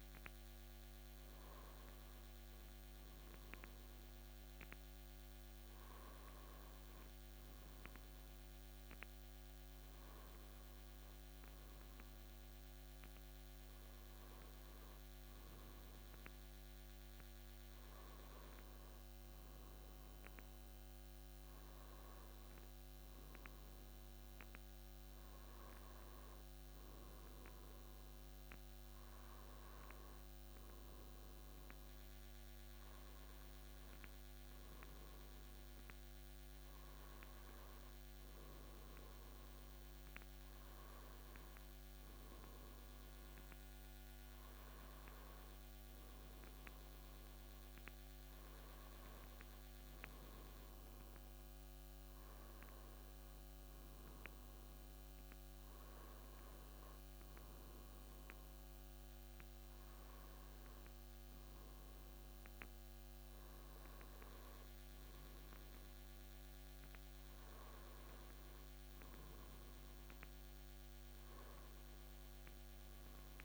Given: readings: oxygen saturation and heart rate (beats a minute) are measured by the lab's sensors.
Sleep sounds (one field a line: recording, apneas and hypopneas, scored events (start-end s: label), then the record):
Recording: breathing in sleep, hard to hear, by a microphone on the trachea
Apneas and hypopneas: none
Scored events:
none scored
From the record:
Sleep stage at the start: N1 (lightest sleep)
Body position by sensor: on the back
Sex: male